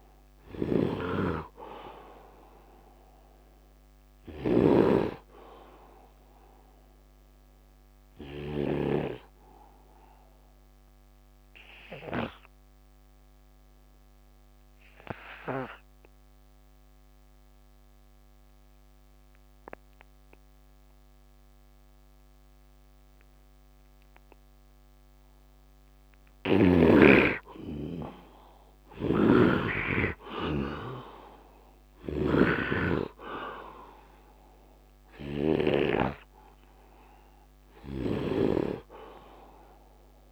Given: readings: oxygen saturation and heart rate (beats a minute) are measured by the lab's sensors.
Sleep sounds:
breathing in sleep by a microphone on the trachea; 1
0.00-8.50 s: snoring (device-marked)
0.00-14.00 s: oxygen desaturation (device-marked, oxygen 66% lowest, heart rate 71 extreme)
7.50-27.00 s: obstructive apnea (oxygen 82% before, 66% lowest, heart rate 80 before, 68 extreme, up 27 after)
28.00-40.32 s: oxygen desaturation (device-marked, oxygen 100% before, 77% lowest, heart rate 75 before, 68 extreme)
28.50-34.50 s: arousal
28.50-35.50 s: snoring (device-marked)
From the record:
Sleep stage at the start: N2 (light sleep); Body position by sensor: on the right side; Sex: male

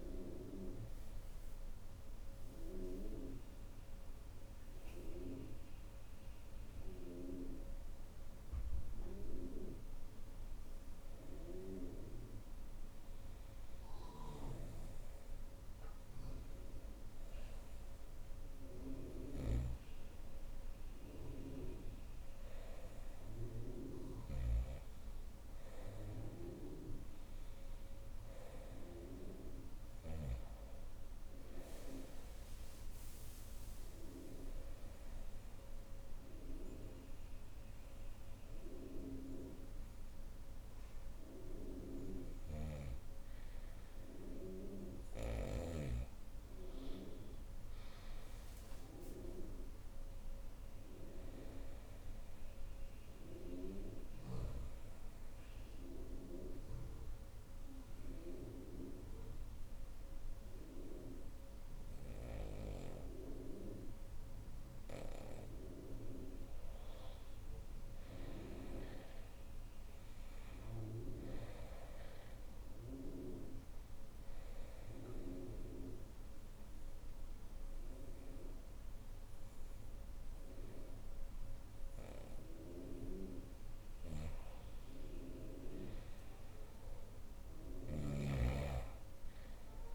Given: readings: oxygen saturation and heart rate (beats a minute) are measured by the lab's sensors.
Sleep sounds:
breathing in sleep by a room microphone; 3
12.50-89.95 s: new sleep stage, N2 (light sleep)
18.50-29.50 s: snoring (device-marked)
33.50-44.50 s: hypopnea (oxygen 97% before, 92% lowest, heart rate 68 before, 64 extreme, up 5 after)
46.50-50.50 s: arousal
49.50-61.50 s: oxygen desaturation (device-marked, oxygen 95% before, 92% lowest, heart rate 69 before, 64 extreme)
54.00-64.00 s: obstructive apnea (oxygen 95% before, 91% lowest, heart rate 70 before, 64 extreme, up 6 after)
67.00-70.00 s: arousal
68.50-81.50 s: oxygen desaturation (device-marked, oxygen 96% before, 92% lowest, heart rate 68 before, 64 extreme)
73.50-83.50 s: obstructive apnea (oxygen 96% before, 91% lowest, heart rate 67 before, 64 extreme, up 5 after)
86.00-89.95 s: arousal
From the record:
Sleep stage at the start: N1 (lightest sleep); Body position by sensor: on the right side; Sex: female

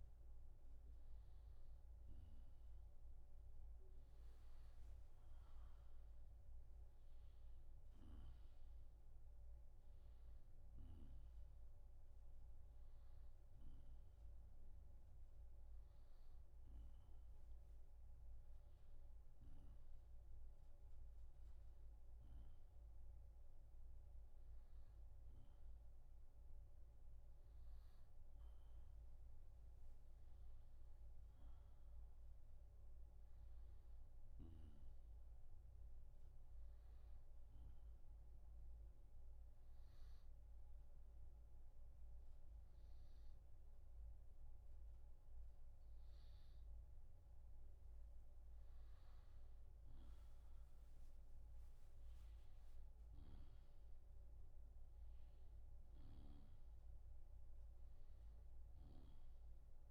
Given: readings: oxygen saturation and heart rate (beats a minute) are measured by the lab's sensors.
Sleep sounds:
a person partly awake in a sleep study, hard to hear, by a room microphone; 1
3.00-25.00 s: oxygen desaturation (device-marked, oxygen 97% before, 94% lowest, heart rate 70 before, 65 extreme)
10.00-59.91 s: new sleep stage, N1 (lightest sleep)
38.50-49.00 s: obstructive apnea (oxygen 95% before, 92% lowest, heart rate 67 before, 65 extreme, up 3 after)
52.50-57.50 s: arousal
From the record:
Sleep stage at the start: awake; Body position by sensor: on the right side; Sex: male

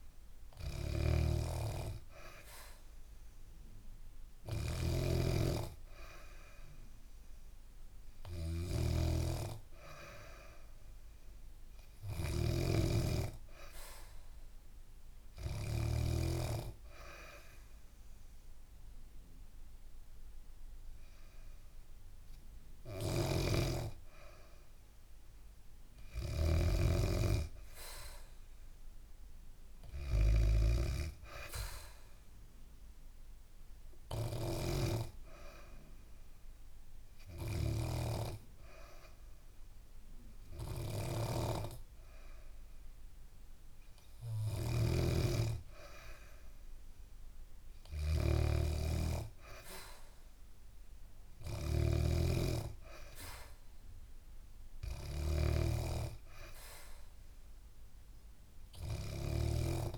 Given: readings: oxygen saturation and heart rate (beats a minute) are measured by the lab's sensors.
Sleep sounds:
breathing in sleep by a room microphone; 1
0.00-15.50 s: snoring (device-marked)
22.50-59.98 s: snoring (device-marked)
33.50-45.00 s: hypopnea (oxygen 93% before, 91% lowest, heart rate 75 before, 71 extreme, up 5 after)
From the record:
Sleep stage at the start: N3 (deep sleep); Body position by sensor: on the back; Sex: female

